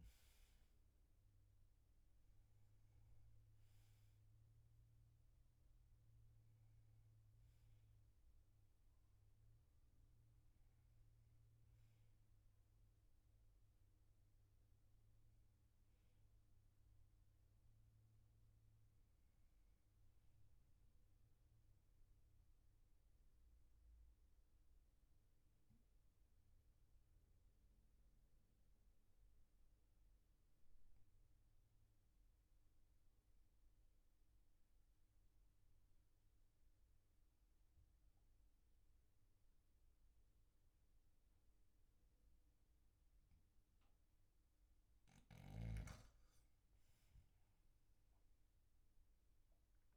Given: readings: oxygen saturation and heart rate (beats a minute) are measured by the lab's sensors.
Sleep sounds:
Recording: breathing in sleep, hard to hear, by a room microphone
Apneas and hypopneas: 1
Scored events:
15.00-31.00 s: oxygen desaturation (device-marked, oxygen 96% before, 91% lowest, heart rate 51 before, 42 extreme)
22.00-43.00 s: obstructive apnea (oxygen 98% before, 91% lowest, heart rate 50 before, 42 extreme, up 0 after)
46.00-49.97 s: arousal
From the record:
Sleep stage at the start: N2 (light sleep)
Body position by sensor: on the back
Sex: male

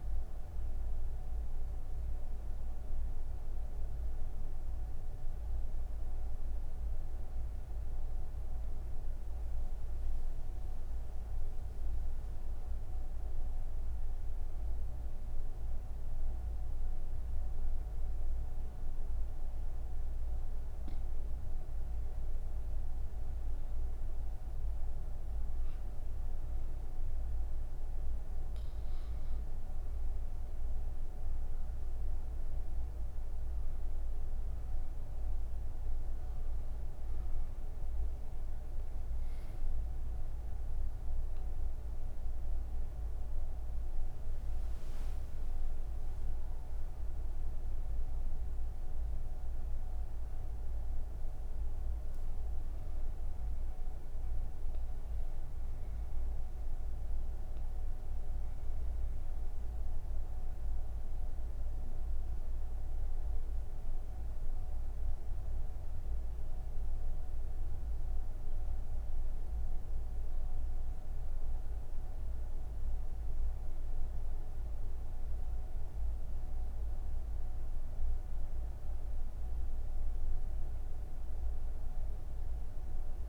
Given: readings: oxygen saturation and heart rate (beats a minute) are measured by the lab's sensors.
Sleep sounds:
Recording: breathing in sleep, hard to hear, by a room microphone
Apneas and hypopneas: none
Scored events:
0.00-2.00 s: oxygen desaturation (device-marked, oxygen 87% lowest, heart rate 68 extreme)
26.00-57.00 s: oxygen desaturation (device-marked, oxygen 99% before, 94% lowest, heart rate 103 before, 73 extreme)
From the record:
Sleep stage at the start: N3 (deep sleep)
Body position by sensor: on the right side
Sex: female

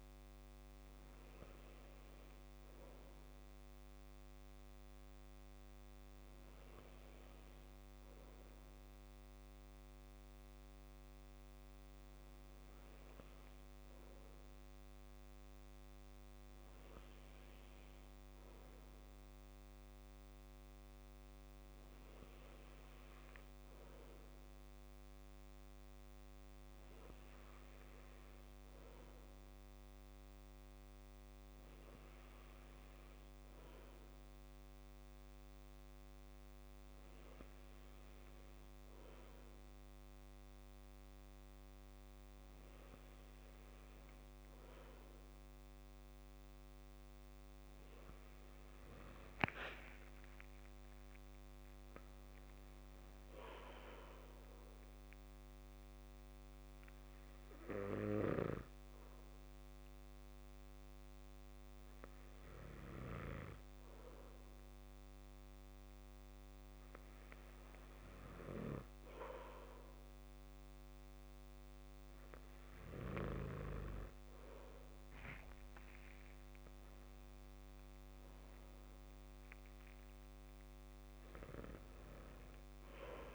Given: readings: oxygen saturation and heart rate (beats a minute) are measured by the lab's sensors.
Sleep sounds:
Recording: breathing in sleep by a microphone on the trachea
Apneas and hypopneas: 1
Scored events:
49.50-51.50 s: long interval between heartbeats (device-marked, heart rate 64 before, 88 extreme)
49.50-52.50 s: arousal
55.50-69.00 s: hypopnea (oxygen 95% before, 92% lowest, heart rate 72 before, 59 extreme, up 10 after)
76.00-80.00 s: arousal
From the record:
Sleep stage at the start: N2 (light sleep)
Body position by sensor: on the back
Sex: male

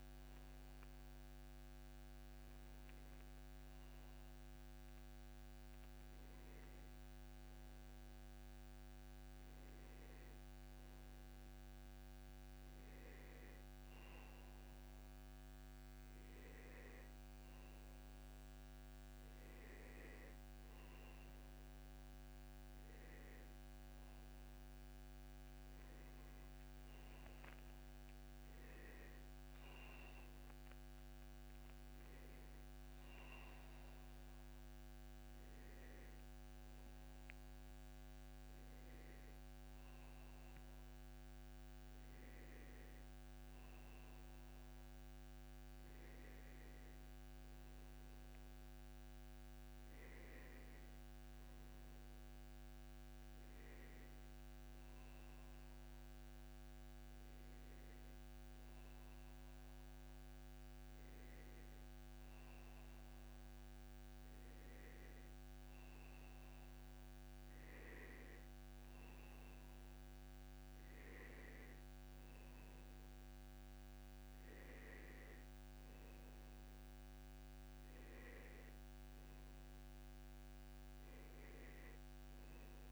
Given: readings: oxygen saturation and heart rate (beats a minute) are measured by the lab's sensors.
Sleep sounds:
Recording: breathing in sleep, hard to hear, by a microphone on the trachea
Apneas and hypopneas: none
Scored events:
63.50-82.92 s: new sleep stage, N2 (light sleep)
From the record:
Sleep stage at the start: N1 (lightest sleep)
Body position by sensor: on the back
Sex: male

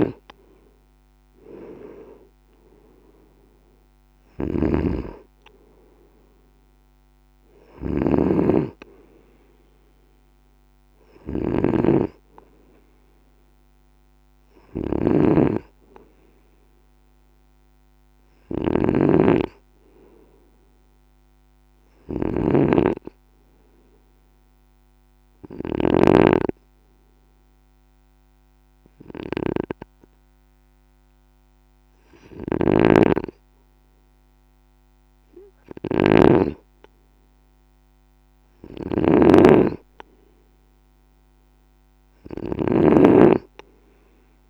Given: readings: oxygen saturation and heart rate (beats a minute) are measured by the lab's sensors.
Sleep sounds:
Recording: breathing in sleep by a microphone on the trachea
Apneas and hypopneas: 1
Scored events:
0.00-44.50 s: snoring (device-marked)
20.00-22.50 s: arousal
24.50-36.50 s: hypopnea (oxygen 96% before, 94% lowest, heart rate 56 before, 53 extreme, up 2 after)
38.50-41.50 s: arousal
From the record:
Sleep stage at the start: N2 (light sleep)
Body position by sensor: on the right side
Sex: male

